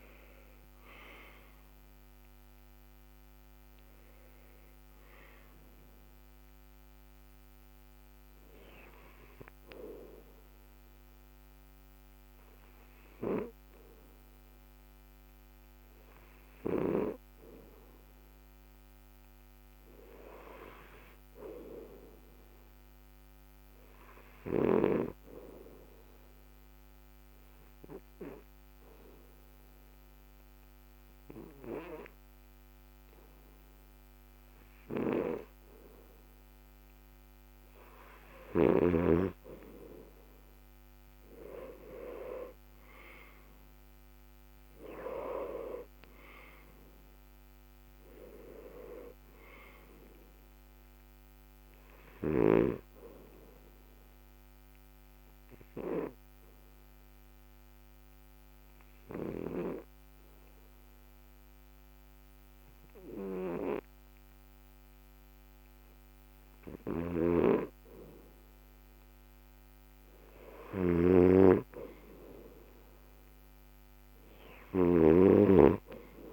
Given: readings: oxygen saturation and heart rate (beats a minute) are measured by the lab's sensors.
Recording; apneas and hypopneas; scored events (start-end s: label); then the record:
breathing in sleep by a microphone on the trachea; 3
0.00-18.50 s: oxygen desaturation (device-marked, oxygen 77% lowest, heart rate 58 extreme)
4.50-19.50 s: hypopnea (oxygen 92% before, 77% lowest, heart rate 70 before, 65 extreme, up 3 after)
21.00-23.50 s: arousal
25.50-38.00 s: obstructive apnea (oxygen 99% before, 88% lowest, heart rate 75 before, 65 extreme, up 9 after)
40.50-46.00 s: arousal
40.50-64.50 s: oxygen desaturation (device-marked, oxygen 95% before, 88% lowest, heart rate 69 before, 67 extreme)
54.00-68.00 s: obstructive apnea (oxygen 98% before, 81% lowest, heart rate 72 before, 66 extreme, up 1 after)
70.50-75.00 s: snoring (device-marked)
71.00-75.00 s: arousal
72.50-76.32 s: oxygen desaturation (device-marked, oxygen 97% before, 91% lowest, heart rate 73 before, 54 extreme)
From the record:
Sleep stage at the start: REM sleep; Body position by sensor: on the back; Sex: male